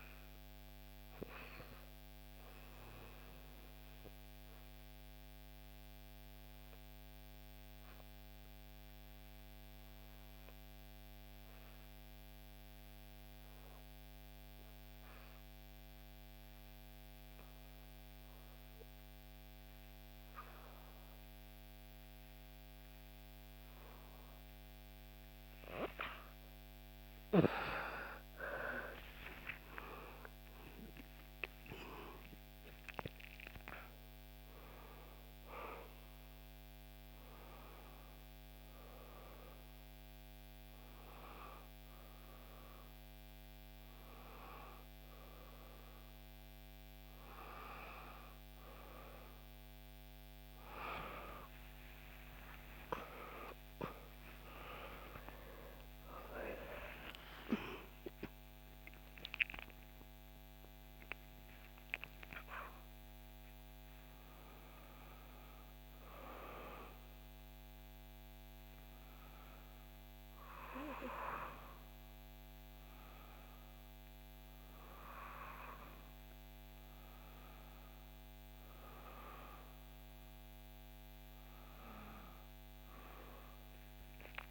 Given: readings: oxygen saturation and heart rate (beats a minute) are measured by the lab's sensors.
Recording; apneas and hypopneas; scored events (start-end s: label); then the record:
a person awake in a sleep study, by a microphone on the trachea; 1
0.00-6.00 s: oxygen desaturation (device-marked, oxygen 88% lowest, heart rate 59 extreme)
0.50-25.50 s: obstructive apnea (oxygen 96% before, 88% lowest, heart rate 63 before, 59 extreme, up 7 after)
21.00-51.00 s: oxygen desaturation (device-marked, oxygen 97% before, 88% lowest, heart rate 60 before, 60 extreme)
31.00-84.50 s: new sleep stage, awake
52.50-54.50 s: long interval between heartbeats (device-marked, heart rate 65 before, 94 extreme)
53.00-56.00 s: tachycardia (device-marked, heart rate 61 before, 98 extreme)
56.50-58.50 s: long interval between heartbeats (device-marked, heart rate 71 before, 115 extreme)
From the record:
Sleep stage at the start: N2 (light sleep); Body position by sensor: on the back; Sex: female